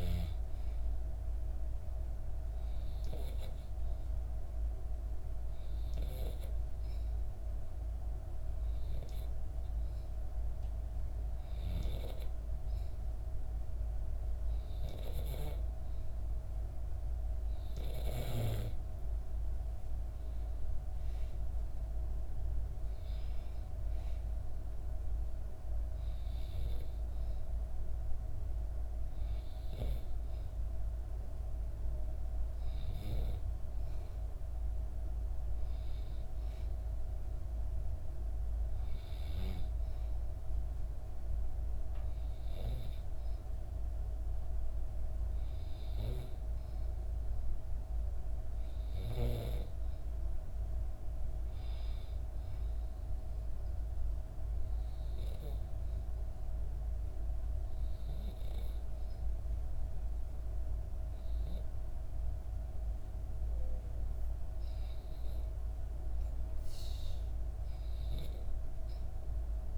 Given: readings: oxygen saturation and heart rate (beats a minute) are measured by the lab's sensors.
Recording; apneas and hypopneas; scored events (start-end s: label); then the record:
breathing in sleep by a room microphone; 2
4.50-17.50 s: hypopnea (oxygen 95% before, 93% lowest, heart rate 65 before, 64 extreme, up 5 after)
19.00-22.00 s: arousal
53.50-64.50 s: hypopnea (oxygen 95% before, 91% lowest, heart rate 65 before, 63 extreme, up 0 after)
From the record:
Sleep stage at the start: N2 (light sleep); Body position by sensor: on the back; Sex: female